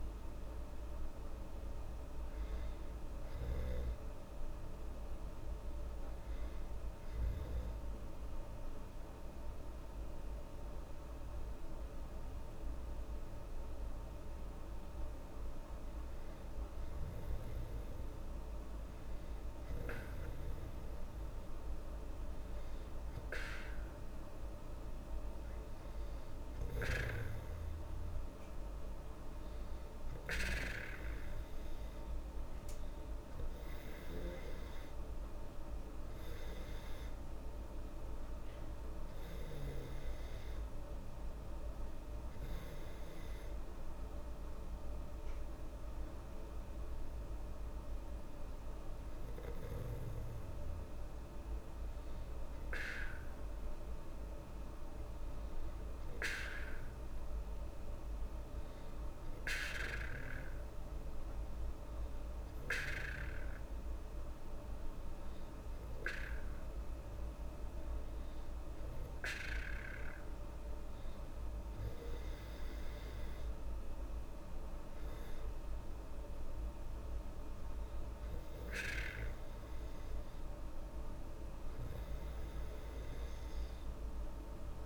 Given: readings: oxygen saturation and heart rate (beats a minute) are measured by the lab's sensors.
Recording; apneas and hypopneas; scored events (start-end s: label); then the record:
breathing in sleep by a room microphone; 2
0.00-1.50 s: arousal
6.50-18.00 s: hypopnea (oxygen 97% before, 95% lowest, heart rate 79 before, 76 extreme, up 4 after)
20.50-23.50 s: arousal
41.50-54.00 s: hypopnea (oxygen 98% before, 95% lowest, heart rate 80 before, 78 extreme, up 4 after)
59.00-62.50 s: arousal
From the record:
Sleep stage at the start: N2 (light sleep); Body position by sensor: on the back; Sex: female